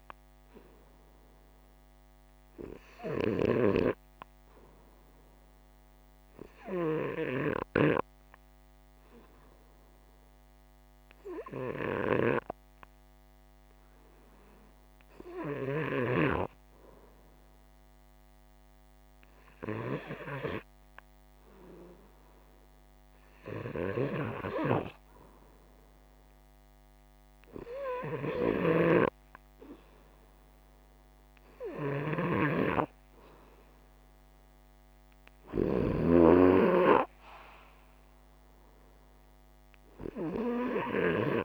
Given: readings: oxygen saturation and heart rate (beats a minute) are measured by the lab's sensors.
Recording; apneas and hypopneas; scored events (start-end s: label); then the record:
breathing in sleep by a microphone on the trachea; 1
5.50-18.00 s: hypopnea (oxygen 96% before, 86% lowest, heart rate 133 before, 89 extreme, up 38 after)
18.50-22.00 s: arousal
25.00-41.45 s: oxygen desaturation (device-marked, oxygen 96% before, 86% lowest, heart rate 155 before, 45 extreme)
From the record:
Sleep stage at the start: REM sleep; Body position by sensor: upright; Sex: male